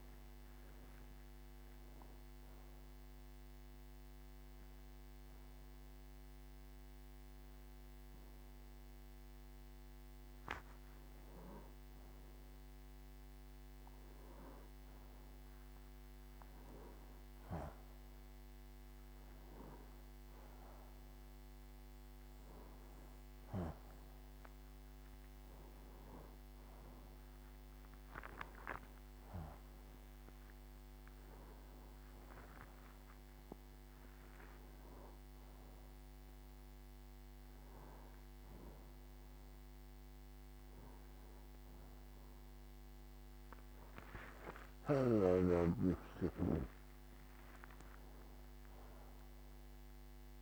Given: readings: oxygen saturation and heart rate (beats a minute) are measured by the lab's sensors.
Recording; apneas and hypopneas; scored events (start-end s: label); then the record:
breathing in sleep by a microphone on the trachea; none
0.00-19.00 s: oxygen desaturation (device-marked, oxygen 85% lowest, heart rate 82 extreme)
21.50-25.50 s: arousal
28.00-37.00 s: oxygen desaturation (device-marked, oxygen 97% before, 91% lowest, heart rate 82 before, 76 extreme)
45.50-50.00 s: arousal
From the record:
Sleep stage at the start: N1 (lightest sleep); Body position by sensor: on the right side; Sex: male